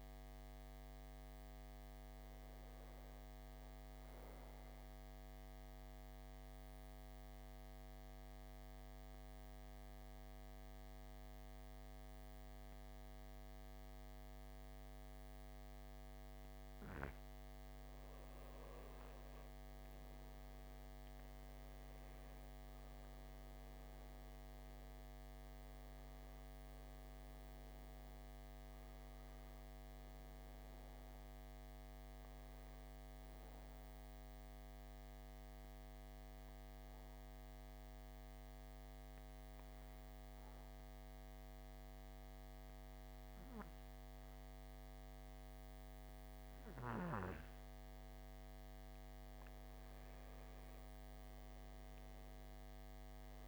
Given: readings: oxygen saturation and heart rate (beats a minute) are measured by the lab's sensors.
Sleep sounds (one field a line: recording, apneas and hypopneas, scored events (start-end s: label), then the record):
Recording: breathing in sleep, hard to hear, by a microphone on the trachea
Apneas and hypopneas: 2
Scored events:
0.00-3.00 s: oxygen desaturation (device-marked, oxygen 90% lowest, heart rate 55 extreme)
5.00-17.00 s: mixed apnea (oxygen 97% before, 87% lowest, heart rate 65 before, 56 extreme, up 11 after)
18.00-21.50 s: arousal
21.00-43.00 s: oxygen desaturation (device-marked, oxygen 97% before, 88% lowest, heart rate 57 before, 58 extreme)
37.50-49.00 s: obstructive apnea (oxygen 97% before, 87% lowest, heart rate 64 before, 58 extreme, up 6 after)
50.50-53.48 s: arousal
From the record:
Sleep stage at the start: N2 (light sleep)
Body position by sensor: on the back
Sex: male